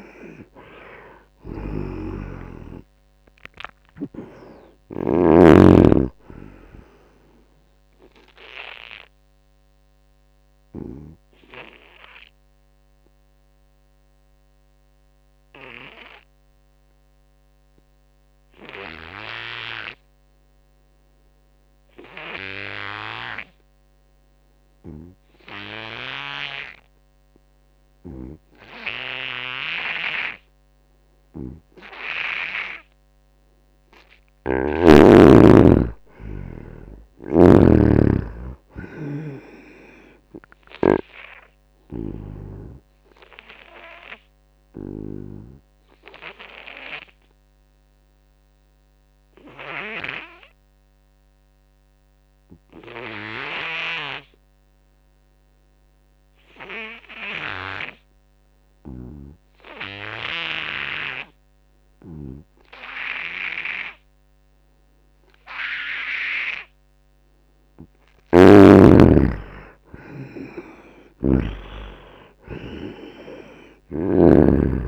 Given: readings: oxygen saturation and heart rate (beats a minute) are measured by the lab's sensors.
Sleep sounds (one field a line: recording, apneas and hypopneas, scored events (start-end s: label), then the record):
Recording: breathing in sleep by a microphone on the trachea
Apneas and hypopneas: 2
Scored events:
0.00-5.00 s: snoring (device-marked)
0.00-20.00 s: oxygen desaturation (device-marked, oxygen 77% lowest, heart rate 75 extreme)
8.00-32.50 s: obstructive apnea (oxygen 97% before, 77% lowest, heart rate 84 before, 79 extreme, up 4 after)
34.00-37.00 s: arousal
34.00-41.00 s: snoring (device-marked)
34.00-54.00 s: oxygen desaturation (device-marked, oxygen 97% before, 81% lowest, heart rate 84 before, 78 extreme)
42.00-66.00 s: obstructive apnea (oxygen 98% before, 78% lowest, heart rate 82 before, 78 extreme, up 4 after)
64.00-74.88 s: oxygen desaturation (device-marked, oxygen 97% before, 78% lowest, heart rate 81 before, 75 extreme)
68.00-71.50 s: arousal
68.00-71.50 s: snoring (device-marked)
From the record:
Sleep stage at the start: N2 (light sleep)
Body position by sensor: on the front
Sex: male